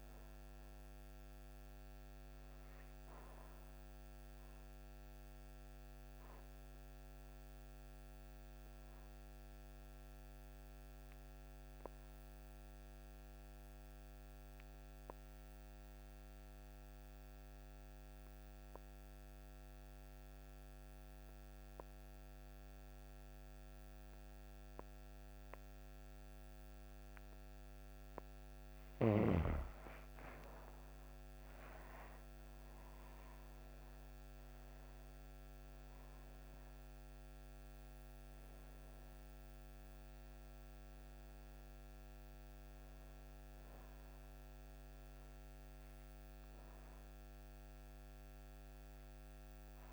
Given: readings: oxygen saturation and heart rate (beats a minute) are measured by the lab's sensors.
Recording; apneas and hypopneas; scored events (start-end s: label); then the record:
breathing in sleep, hard to hear, by a microphone on the trachea; 1
0.00-18.00 s: oxygen desaturation (device-marked, oxygen 84% lowest)
5.50-28.00 s: obstructive apnea (oxygen 97% before, 84% lowest)
30.00-34.50 s: arousal
32.00-49.93 s: oxygen desaturation (device-marked, oxygen 98% before, 84% lowest)
From the record:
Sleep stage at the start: N2 (light sleep); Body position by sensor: on the back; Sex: female